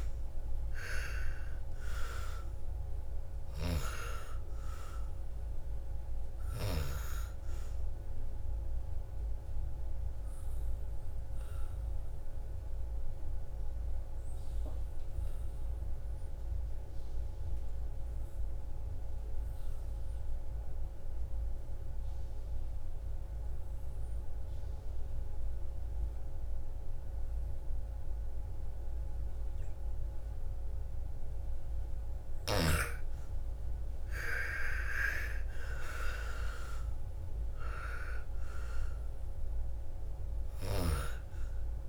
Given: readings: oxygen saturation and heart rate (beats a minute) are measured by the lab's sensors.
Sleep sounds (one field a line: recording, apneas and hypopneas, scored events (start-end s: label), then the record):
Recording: breathing in sleep by a room microphone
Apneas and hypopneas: 1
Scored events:
0.00-19.50 s: oxygen desaturation (device-marked, oxygen 83% lowest, heart rate 53 extreme)
3.00-6.50 s: snoring (device-marked)
9.00-31.00 s: obstructive apnea (oxygen 98% before, 83% lowest, heart rate 60 before, 53 extreme, up 12 after)
30.50-41.89 s: oxygen desaturation (device-marked, oxygen 99% before, 83% lowest, heart rate 55 before, 55 extreme)
32.00-36.50 s: arousal
From the record:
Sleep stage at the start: N2 (light sleep)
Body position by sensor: on the back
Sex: female